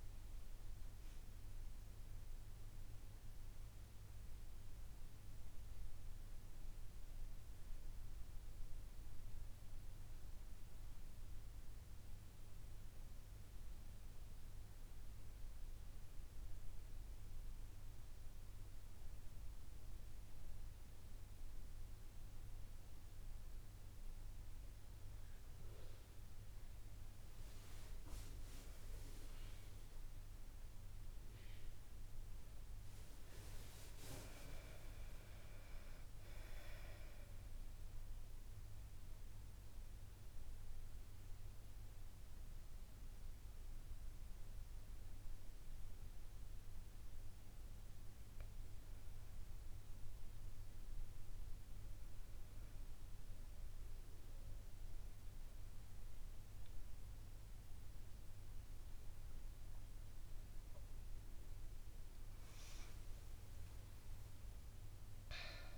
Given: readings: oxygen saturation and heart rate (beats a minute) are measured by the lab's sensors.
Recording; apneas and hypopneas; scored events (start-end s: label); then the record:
breathing in sleep by a room microphone; 1
30.00-35.00 s: arousal
37.50-49.50 s: central apnea (oxygen 98% before, 94% lowest, heart rate 72 before, 72 extreme, up 1 after)
52.00-56.00 s: arousal
From the record:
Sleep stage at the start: N1 (lightest sleep); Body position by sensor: on the back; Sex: female